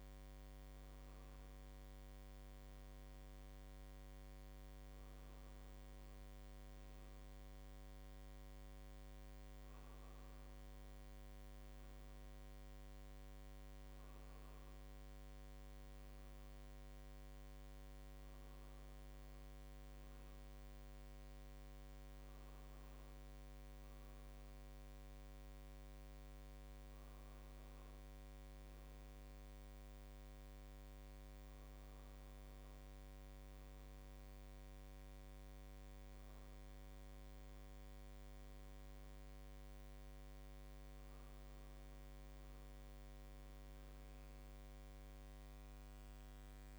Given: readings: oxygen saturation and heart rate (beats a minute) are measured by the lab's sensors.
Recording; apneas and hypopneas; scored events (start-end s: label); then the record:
a person awake in a sleep study, hard to hear, by a microphone on the trachea; none
none scored
From the record:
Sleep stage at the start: awake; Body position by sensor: on the right side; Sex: male